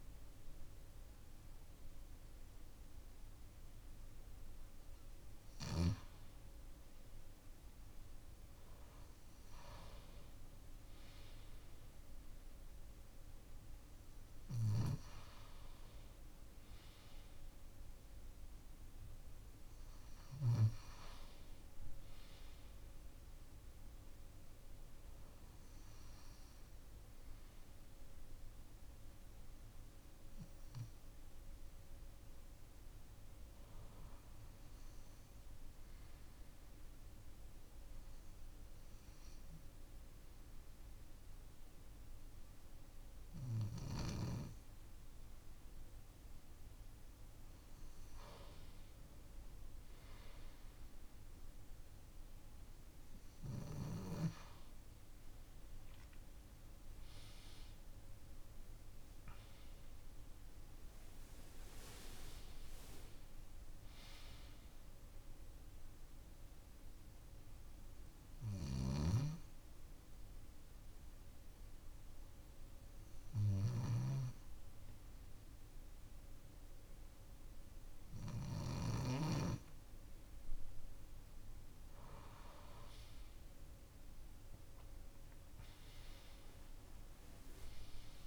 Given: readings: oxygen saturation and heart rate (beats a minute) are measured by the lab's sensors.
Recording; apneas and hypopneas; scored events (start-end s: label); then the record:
breathing in sleep by a room microphone; 2
0.00-8.50 s: oxygen desaturation (device-marked, oxygen 93% lowest, heart rate 66 extreme)
25.50-29.50 s: arousal
33.50-47.00 s: hypopnea (oxygen 96% before, 93% lowest)
56.50-62.00 s: arousal
67.00-81.50 s: hypopnea (oxygen 96% before, 93% lowest, heart rate 136 before, 57 extreme, up 46 after)
68.00-78.50 s: snoring (device-marked)
From the record:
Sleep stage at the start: N2 (light sleep); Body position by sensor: on the left side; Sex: male